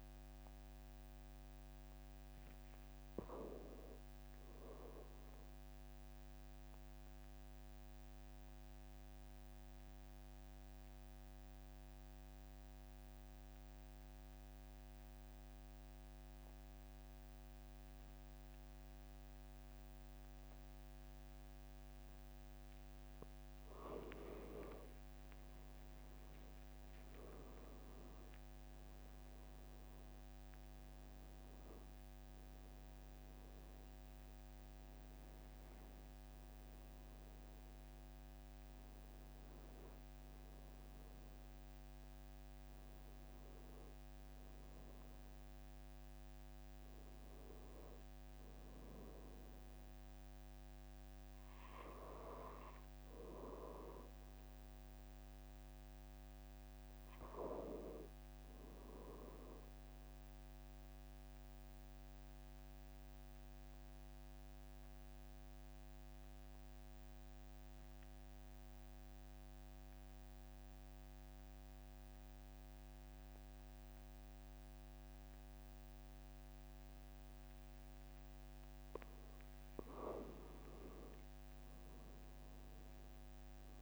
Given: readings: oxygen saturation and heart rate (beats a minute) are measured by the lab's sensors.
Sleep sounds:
breathing in sleep by a microphone on the trachea; 2
6.50-23.50 s: obstructive apnea (oxygen 96% before, 92% lowest, heart rate 46 before, 43 extreme, up 6 after)
25.50-29.50 s: arousal
60.00-79.50 s: mixed apnea (oxygen 96% before, 94% lowest, heart rate 45 before, 44 extreme, up 3 after)
82.00-83.82 s: arousal
From the record:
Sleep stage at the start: N2 (light sleep); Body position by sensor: on the back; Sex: male

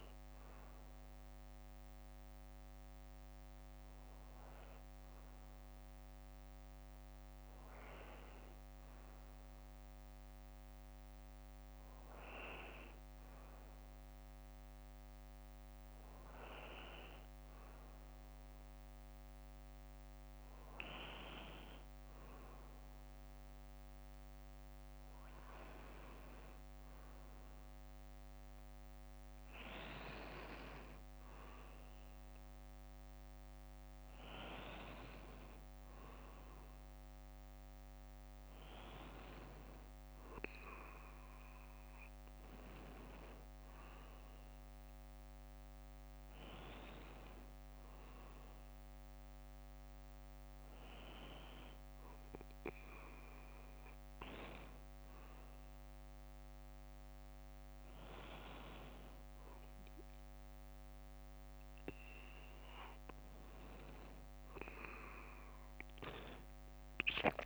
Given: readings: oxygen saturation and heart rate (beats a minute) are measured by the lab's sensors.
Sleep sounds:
breathing in sleep by a microphone on the trachea; none
4.00-6.00 s: bradycardia (device-marked, heart rate 59 before, 60 extreme)
8.00-10.00 s: bradycardia (device-marked, heart rate 59 before, 59 extreme)
23.00-67.46 s: new sleep stage, N2 (light sleep)
From the record:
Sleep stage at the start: N1 (lightest sleep); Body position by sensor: on the back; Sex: male

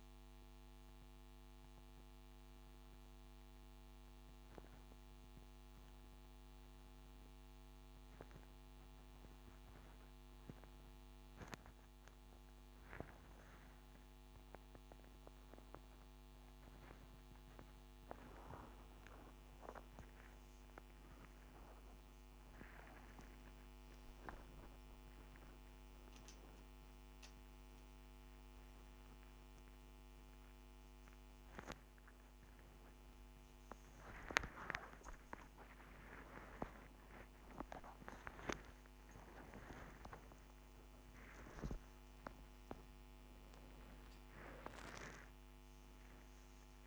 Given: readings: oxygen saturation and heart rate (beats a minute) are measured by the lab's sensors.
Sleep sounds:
a person awake in a sleep study, by a microphone on the trachea; none
none scored
From the record:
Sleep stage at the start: awake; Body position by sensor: upright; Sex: male

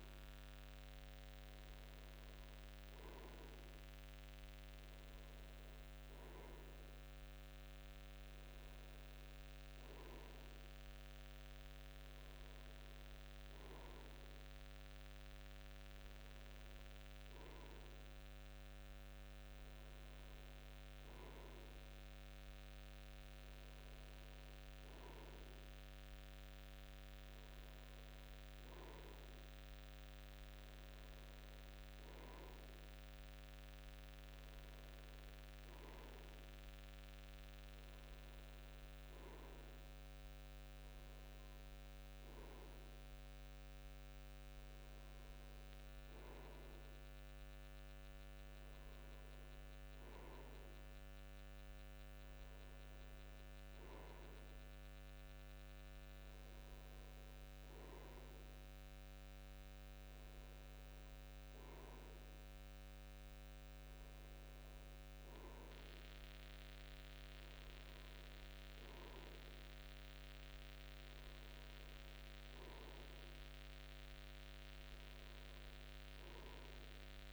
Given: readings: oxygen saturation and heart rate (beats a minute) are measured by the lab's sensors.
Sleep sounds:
breathing in sleep, hard to hear, by a microphone on the trachea; none
none scored
From the record:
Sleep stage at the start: N2 (light sleep); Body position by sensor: on the front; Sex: male

